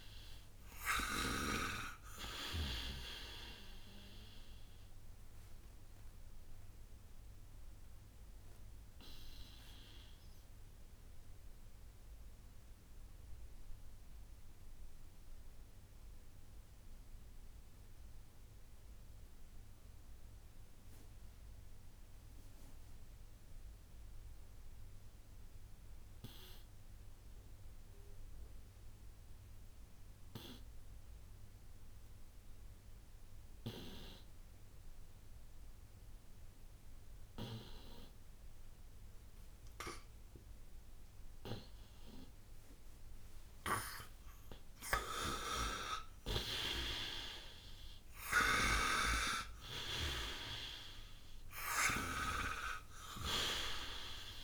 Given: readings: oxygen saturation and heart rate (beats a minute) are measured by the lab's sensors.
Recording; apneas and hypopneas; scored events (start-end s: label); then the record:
breathing in sleep by a room microphone; 1
0.00-1.50 s: snoring (device-marked)
0.00-27.00 s: oxygen desaturation (device-marked, oxygen 88% lowest, heart rate 56 extreme)
6.50-44.00 s: obstructive apnea (oxygen 97% before, 84% lowest, heart rate 66 before, 56 extreme, up 9 after)
38.00-54.44 s: oxygen desaturation (device-marked, oxygen 98% before, 84% lowest, heart rate 58 before, 58 extreme)
46.00-50.00 s: snoring (device-marked)
46.50-51.00 s: arousal
From the record:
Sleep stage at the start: N2 (light sleep); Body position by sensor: on the right side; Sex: male